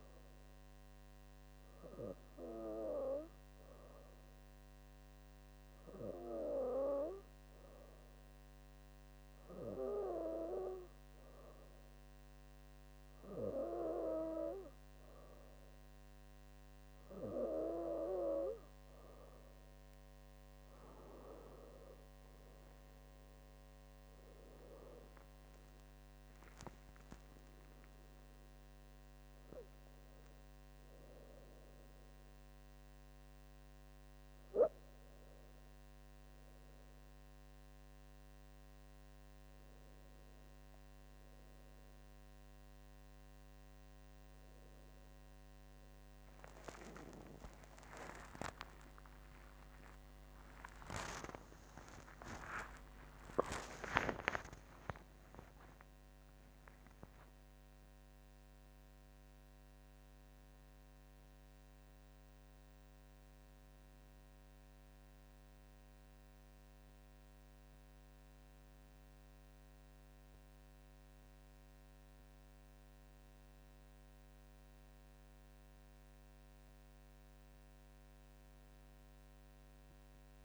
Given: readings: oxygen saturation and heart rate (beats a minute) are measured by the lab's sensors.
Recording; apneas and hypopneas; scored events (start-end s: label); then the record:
a person awake in a sleep study, by a microphone on the trachea; none
21.00-80.45 s: new sleep stage, awake
48.50-50.50 s: long interval between heartbeats (device-marked, heart rate 70 before, 97 extreme)
54.00-56.00 s: long interval between heartbeats (device-marked, heart rate 84 before, 137 extreme)
From the record:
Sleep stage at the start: N2 (light sleep); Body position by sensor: on the back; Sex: female